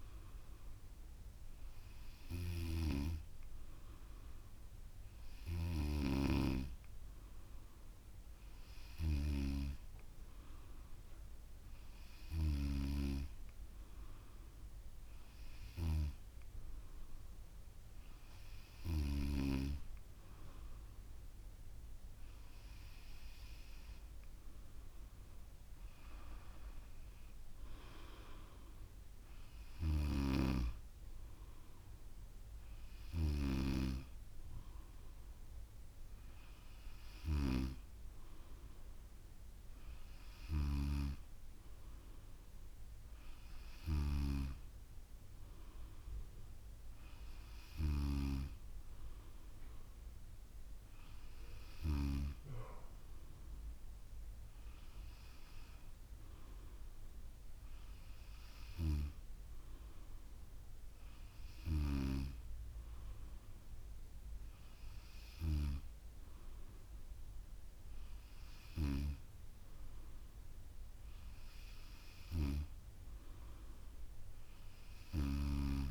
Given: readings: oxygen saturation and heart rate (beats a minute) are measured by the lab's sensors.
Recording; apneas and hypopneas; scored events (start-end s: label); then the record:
breathing in sleep by a room microphone; none
none scored
From the record:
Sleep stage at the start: N2 (light sleep); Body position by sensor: on the back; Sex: female